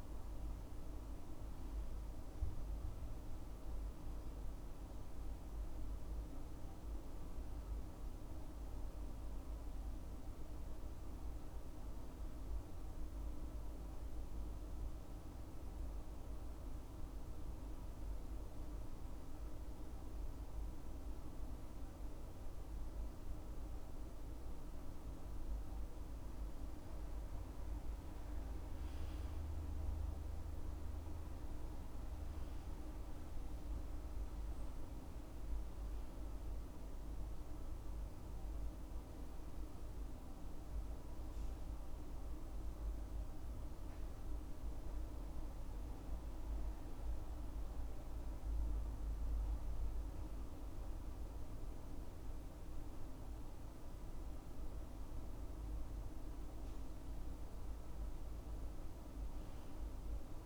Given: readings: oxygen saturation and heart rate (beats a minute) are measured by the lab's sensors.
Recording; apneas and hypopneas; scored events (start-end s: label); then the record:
breathing in sleep, hard to hear, by a room microphone; 2
9.50-23.00 s: hypopnea (oxygen 97% before, 96% lowest, heart rate 71 before, 63 extreme, up 12 after)
29.00-33.00 s: arousal
43.50-55.50 s: hypopnea (oxygen 98% before, 96% lowest, heart rate 72 before, 64 extreme, up 8 after)
57.50-60.46 s: arousal
From the record:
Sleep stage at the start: N2 (light sleep); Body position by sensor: on the left side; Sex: male